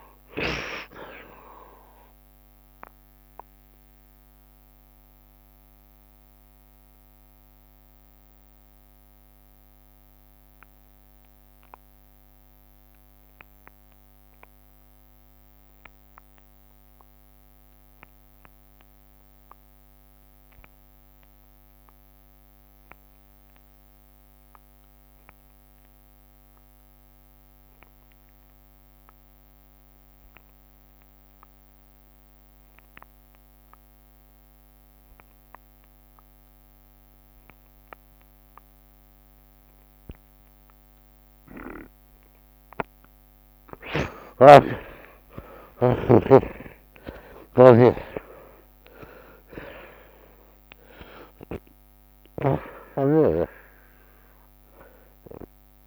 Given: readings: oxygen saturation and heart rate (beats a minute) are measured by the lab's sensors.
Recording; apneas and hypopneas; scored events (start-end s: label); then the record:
breathing in sleep by a microphone on the trachea; 1
0.00-16.50 s: oxygen desaturation (device-marked, oxygen 51% lowest, heart rate 75 extreme)
3.50-40.50 s: mixed apnea (oxygen 81% before, 51% lowest, heart rate 86 before, 72 extreme, up 13 after)
18.50-55.87 s: oxygen desaturation (device-marked, oxygen 82% before, 51% lowest, heart rate 81 before, 70 extreme)
43.50-47.50 s: arousal
44.50-48.50 s: snoring (device-marked)
47.00-49.00 s: long interval between heartbeats (device-marked, heart rate 78 before, 87 extreme)
47.50-49.50 s: tachycardia (device-marked, heart rate 72 before, 99 extreme)
49.00-51.00 s: long interval between heartbeats (device-marked, heart rate 79 before, 99 extreme)
52.00-54.00 s: long interval between heartbeats (device-marked, heart rate 83 before, 88 extreme)
From the record:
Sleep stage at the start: N2 (light sleep); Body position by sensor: on the right side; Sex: male